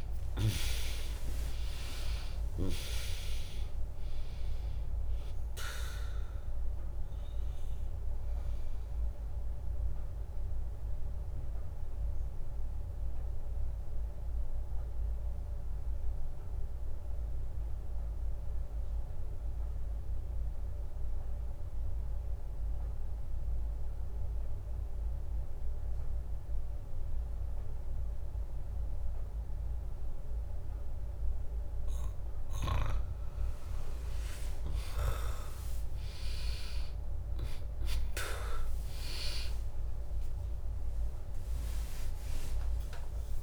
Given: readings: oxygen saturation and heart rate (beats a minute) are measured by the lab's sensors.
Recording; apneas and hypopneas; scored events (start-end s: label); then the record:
breathing in sleep by a room microphone; 1
0.00-3.50 s: arousal
0.00-11.50 s: drop in pulse transit time (device-marked, heart rate 61 extreme)
4.50-25.50 s: oxygen desaturation (device-marked, oxygen 100% before, 95% lowest, heart rate 63 before, 61 extreme)
10.50-32.50 s: obstructive apnea (oxygen 100% before, 95% lowest, heart rate 67 before, 62 extreme, up 1 after)
34.00-38.50 s: arousal
37.50-43.43 s: drop in pulse transit time (device-marked, heart rate 63 before, 62 extreme)
39.50-43.43 s: oxygen desaturation (device-marked, oxygen 99% before, 95% lowest, heart rate 63 before, 60 extreme)
From the record:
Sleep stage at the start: N2 (light sleep); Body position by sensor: on the back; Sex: female